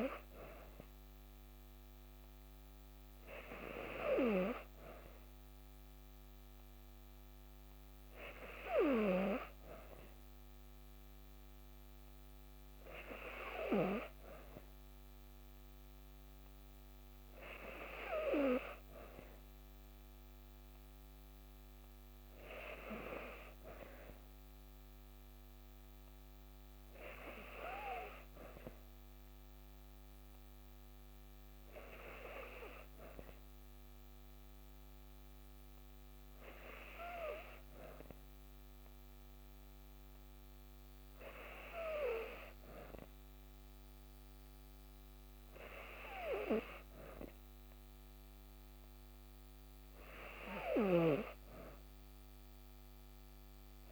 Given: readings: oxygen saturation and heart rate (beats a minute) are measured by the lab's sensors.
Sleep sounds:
breathing in sleep by a microphone on the trachea; none
none scored
From the record:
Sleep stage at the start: N2 (light sleep); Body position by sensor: on the back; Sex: female

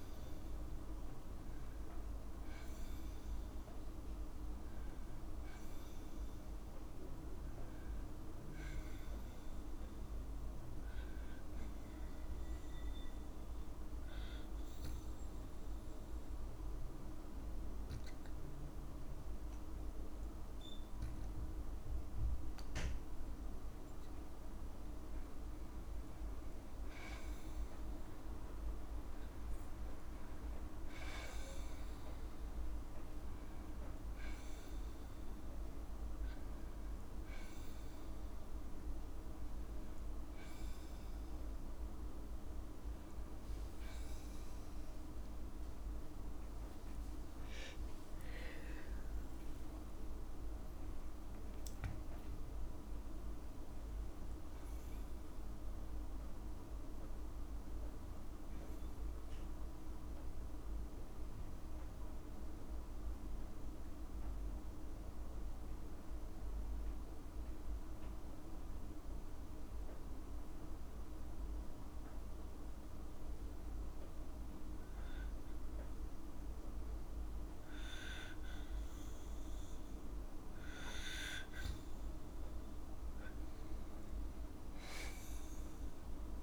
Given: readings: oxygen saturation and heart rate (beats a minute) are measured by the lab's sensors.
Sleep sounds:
breathing in sleep, hard to hear, by a room microphone; 2
13.00-23.50 s: obstructive apnea (oxygen 98% before, 95% lowest, heart rate 60 before, 57 extreme, up 5 after)
15.50-27.50 s: oxygen desaturation (device-marked, oxygen 98% before, 95% lowest, heart rate 60 before, 57 extreme)
25.50-28.50 s: arousal
56.00-60.00 s: arousal
65.00-78.00 s: obstructive apnea (oxygen 97% before, 93% lowest, heart rate 65 before, 57 extreme, up 2 after)
81.00-84.50 s: arousal
From the record:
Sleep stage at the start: N2 (light sleep); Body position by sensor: on the back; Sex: female

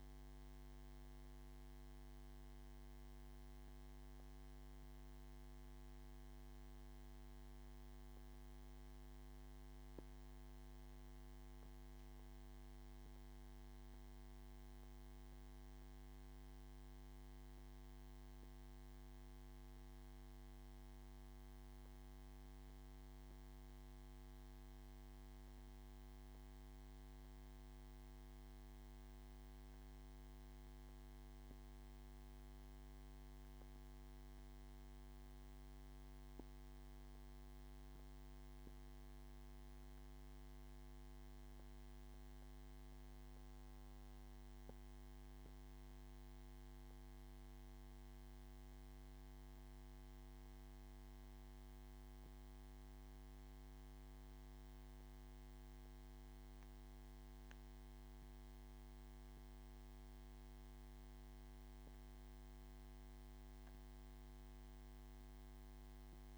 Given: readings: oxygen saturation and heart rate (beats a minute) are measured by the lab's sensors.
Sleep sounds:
a person awake in a sleep study, hard to hear, by a microphone on the trachea; none
32.00-66.37 s: new sleep stage, awake
From the record:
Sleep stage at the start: N1 (lightest sleep); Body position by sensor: on the back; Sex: male

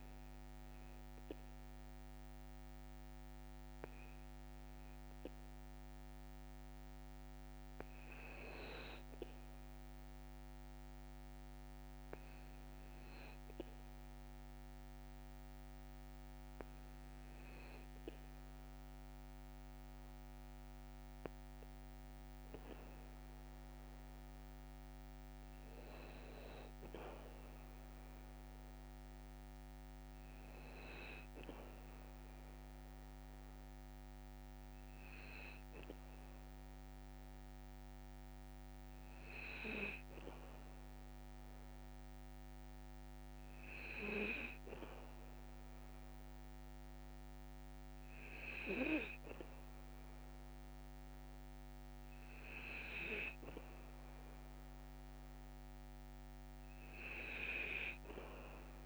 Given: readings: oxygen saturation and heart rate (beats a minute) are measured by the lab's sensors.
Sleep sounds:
breathing in sleep by a microphone on the trachea; none
none scored
From the record:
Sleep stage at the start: N2 (light sleep); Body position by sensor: on the back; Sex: male

